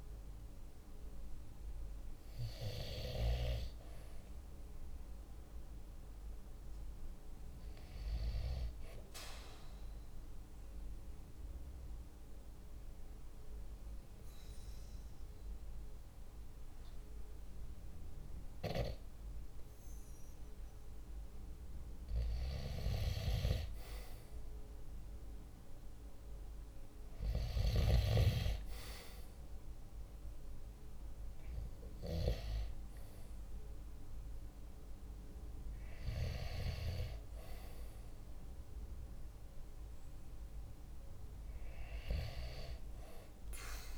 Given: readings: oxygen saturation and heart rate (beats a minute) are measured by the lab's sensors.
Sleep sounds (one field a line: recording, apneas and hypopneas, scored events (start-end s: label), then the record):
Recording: breathing in sleep by a room microphone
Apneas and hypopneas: 1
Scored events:
0.00-3.50 s: arousal
10.00-20.50 s: obstructive apnea (oxygen 97% before, 94% lowest, heart rate 47 before, 46 extreme, up 0 after)
23.00-28.50 s: arousal
From the record:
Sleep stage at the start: REM sleep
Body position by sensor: on the right side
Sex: male